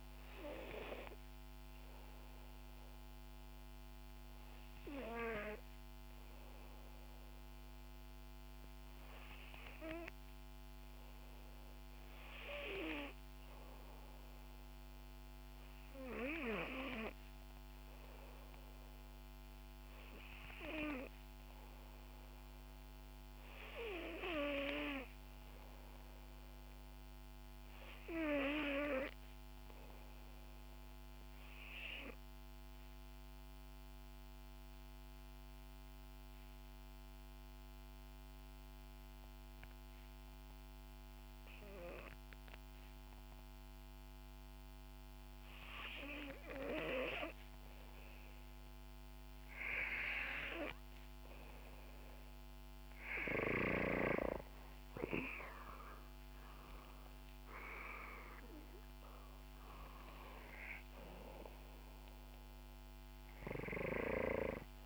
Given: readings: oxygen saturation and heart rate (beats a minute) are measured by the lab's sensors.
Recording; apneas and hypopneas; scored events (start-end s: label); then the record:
breathing in sleep by a microphone on the trachea; 1
20.50-42.50 s: oxygen desaturation (device-marked, oxygen 96% before, 91% lowest, heart rate 64 before, 61 extreme)
31.00-47.50 s: obstructive apnea (oxygen 97% before, 88% lowest, heart rate 64 before, 61 extreme, up 7 after)
49.50-53.50 s: arousal
53.50-64.86 s: oxygen desaturation (device-marked, oxygen 92% before, 88% lowest, heart rate 63 before, 55 extreme)
From the record:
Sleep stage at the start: N2 (light sleep); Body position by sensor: on the back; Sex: female